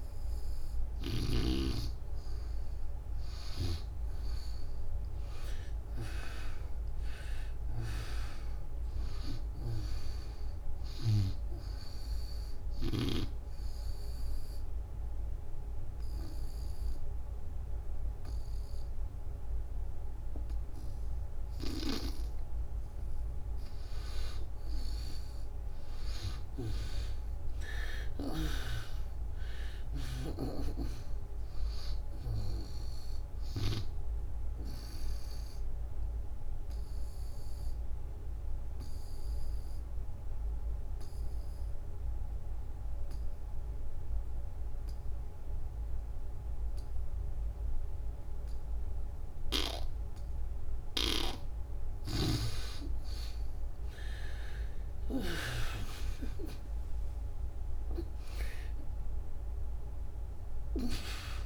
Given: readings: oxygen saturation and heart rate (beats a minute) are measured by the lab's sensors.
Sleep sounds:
breathing in sleep by a room microphone; 2
0.00-1.00 s: snoring (device-marked)
12.00-21.00 s: oxygen desaturation (device-marked, oxygen 97% before, 86% lowest, heart rate 80 before, 69 extreme)
12.00-22.50 s: obstructive apnea (oxygen 97% before, 76% lowest, heart rate 80 before, 68 extreme, up 8 after)
25.50-29.50 s: arousal
30.00-44.00 s: oxygen desaturation (device-marked, oxygen 95% before, 84% lowest, heart rate 79 before, 67 extreme)
30.00-61.45 s: new sleep stage, N2 (light sleep)
36.00-51.50 s: obstructive apnea (oxygen 95% before, 76% lowest, heart rate 80 before, 66 extreme, up 22 after)
50.00-61.45 s: oxygen desaturation (device-marked, oxygen 96% before, 76% lowest, heart rate 78 before, 66 extreme)
51.50-55.00 s: snoring (device-marked)
53.50-57.50 s: arousal
From the record:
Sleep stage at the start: N1 (lightest sleep); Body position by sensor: on the back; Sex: female

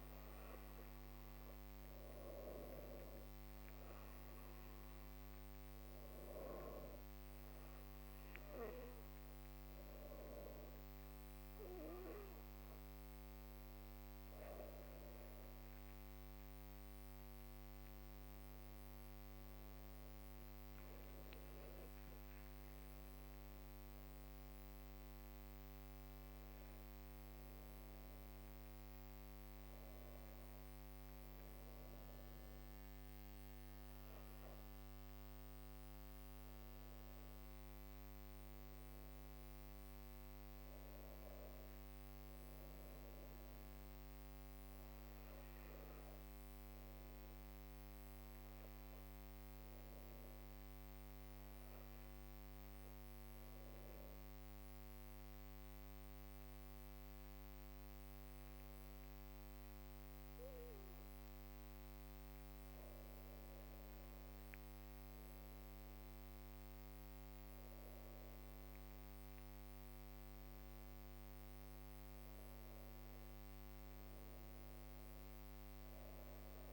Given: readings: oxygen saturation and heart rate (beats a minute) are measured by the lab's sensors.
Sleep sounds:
breathing in sleep, hard to hear, by a microphone on the trachea; 1
18.00-23.00 s: arousal
48.50-61.00 s: obstructive apnea (oxygen 99% before, 94% lowest, heart rate 55 before, 54 extreme, up 21 after)
65.00-70.50 s: arousal
From the record:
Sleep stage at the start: N2 (light sleep); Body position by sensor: on the back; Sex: female

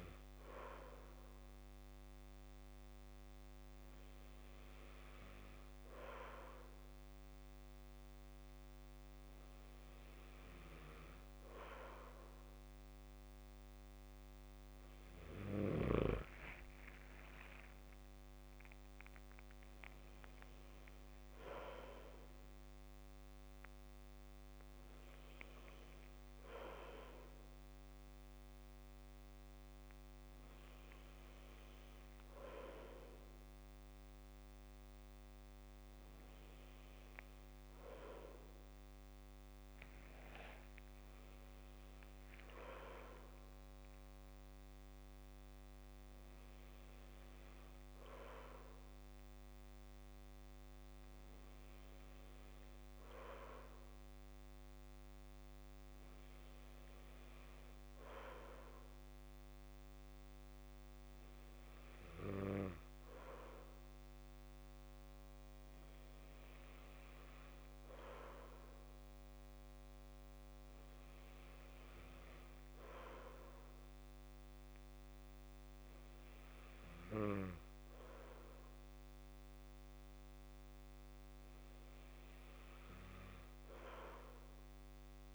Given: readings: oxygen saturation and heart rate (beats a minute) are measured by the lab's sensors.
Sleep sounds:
breathing in sleep by a microphone on the trachea; none
none scored
From the record:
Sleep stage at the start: N2 (light sleep); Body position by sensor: on the back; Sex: male

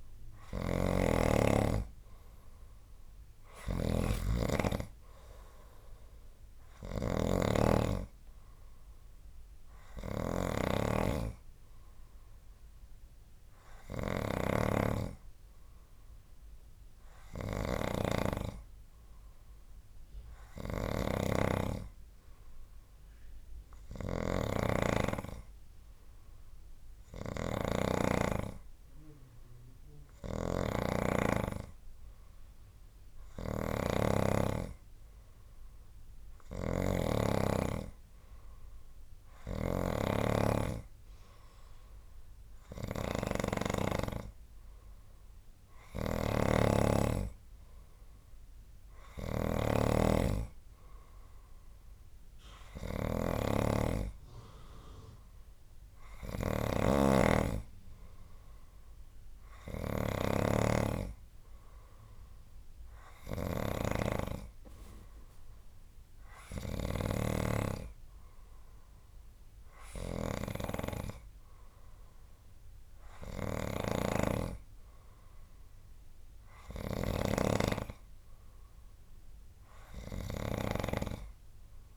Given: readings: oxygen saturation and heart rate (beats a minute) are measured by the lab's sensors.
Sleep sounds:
breathing in sleep by a room microphone; none
0.00-81.97 s: snoring (device-marked)
From the record:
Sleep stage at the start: N2 (light sleep); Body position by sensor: on the right side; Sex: male

